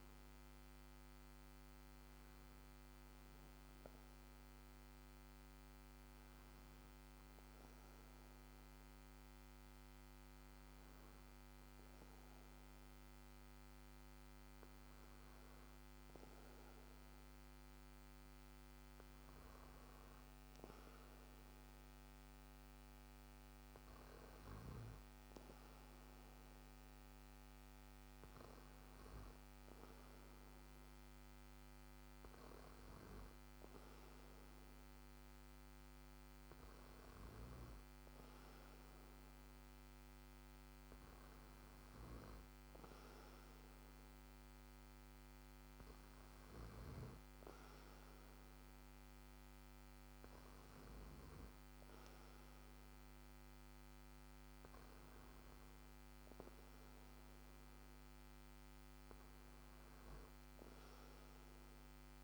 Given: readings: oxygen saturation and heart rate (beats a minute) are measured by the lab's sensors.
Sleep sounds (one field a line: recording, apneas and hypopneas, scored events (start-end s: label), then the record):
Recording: breathing in sleep, hard to hear, by a microphone on the trachea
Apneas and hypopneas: none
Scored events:
none scored
From the record:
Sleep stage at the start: N2 (light sleep)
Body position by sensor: on the back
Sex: male